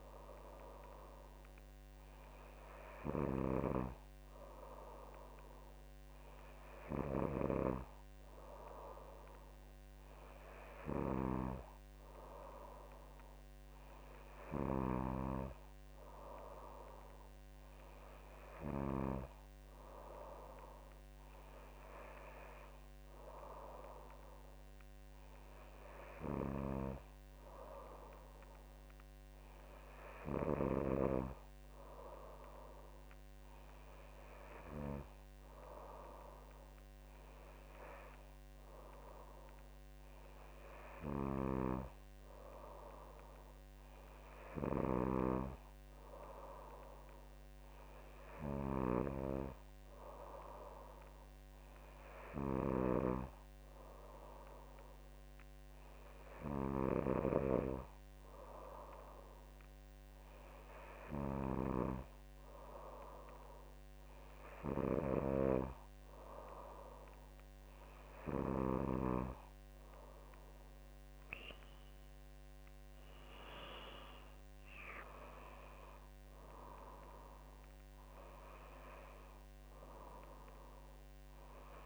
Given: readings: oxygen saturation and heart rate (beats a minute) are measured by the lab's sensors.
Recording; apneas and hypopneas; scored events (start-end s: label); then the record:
breathing in sleep by a microphone on the trachea; none
none scored
From the record:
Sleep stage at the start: N2 (light sleep); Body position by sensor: on the back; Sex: female